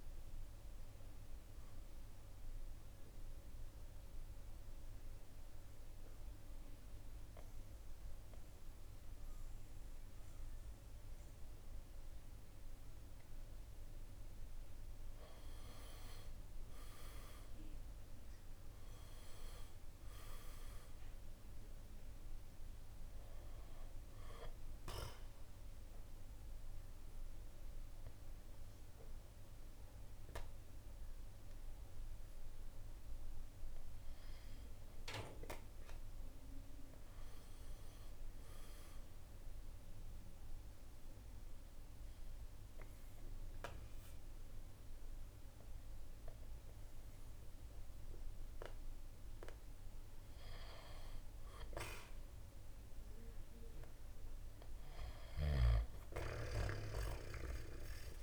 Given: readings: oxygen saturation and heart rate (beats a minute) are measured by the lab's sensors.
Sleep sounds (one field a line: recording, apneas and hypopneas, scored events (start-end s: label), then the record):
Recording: breathing in sleep by a room microphone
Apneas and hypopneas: 3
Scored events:
0.00-7.50 s: oxygen desaturation (device-marked, oxygen 88% lowest, heart rate 64 extreme)
2.50-14.50 s: central apnea (oxygen 97% before, 88% lowest, heart rate 73 before, 64 extreme, up 7 after)
16.50-21.50 s: arousal
24.50-36.50 s: oxygen desaturation (device-marked, oxygen 97% before, 90% lowest, heart rate 69 before, 64 extreme)
25.00-35.00 s: central apnea (oxygen 97% before, 90% lowest, heart rate 69 before, 64 extreme, up 8 after)
35.50-38.00 s: arousal
39.50-50.50 s: central apnea (oxygen 97% before, 90% lowest, heart rate 68 before, 64 extreme, up 1 after)
53.00-55.00 s: arousal
From the record:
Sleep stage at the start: N2 (light sleep)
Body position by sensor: on the back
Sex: male